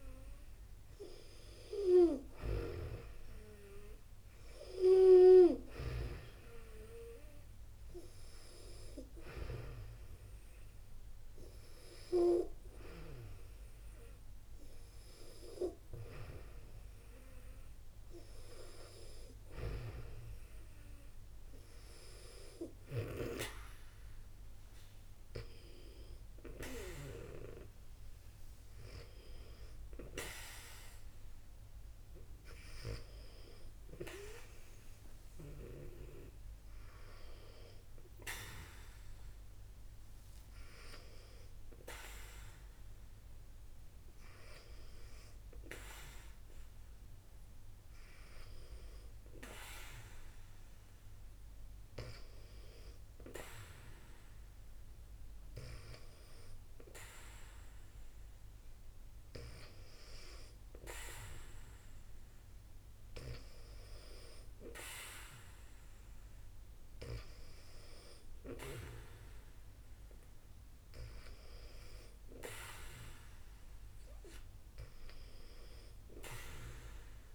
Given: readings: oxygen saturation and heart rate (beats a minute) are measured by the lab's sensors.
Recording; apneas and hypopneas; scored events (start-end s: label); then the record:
breathing in sleep by a room microphone; none
none scored
From the record:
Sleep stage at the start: N2 (light sleep); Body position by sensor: on the back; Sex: female